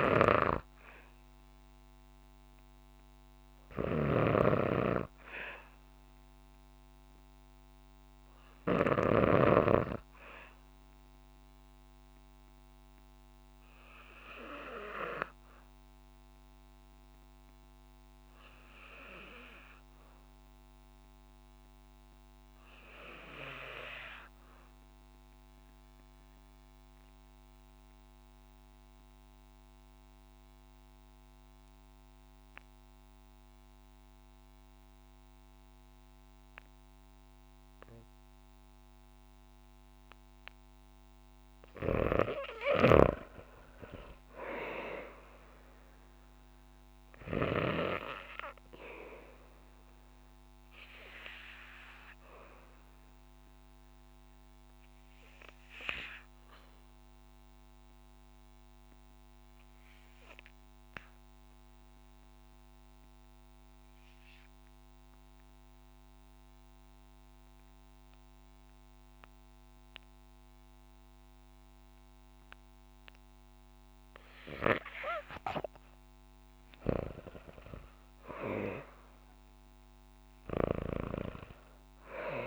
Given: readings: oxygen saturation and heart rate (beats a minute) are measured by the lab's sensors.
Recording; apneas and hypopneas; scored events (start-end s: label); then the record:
breathing in sleep by a microphone on the trachea; 2
3.00-8.50 s: snoring (device-marked)
12.50-39.50 s: obstructive apnea (oxygen 97% before, 83% lowest, heart rate 61 before, 51 extreme, up 5 after)
29.00-66.00 s: oxygen desaturation (device-marked, oxygen 96% before, 83% lowest, heart rate 59 before, 51 extreme)
42.00-45.50 s: arousal
42.00-47.00 s: snoring (device-marked)
50.00-74.00 s: obstructive apnea (oxygen 96% before, 83% lowest, heart rate 56 before, 54 extreme, up 8 after)
76.00-80.00 s: arousal
78.00-82.47 s: oxygen desaturation (device-marked, oxygen 97% before, 85% lowest, heart rate 57 before, 54 extreme)
From the record:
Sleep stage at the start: REM sleep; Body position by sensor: on the back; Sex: female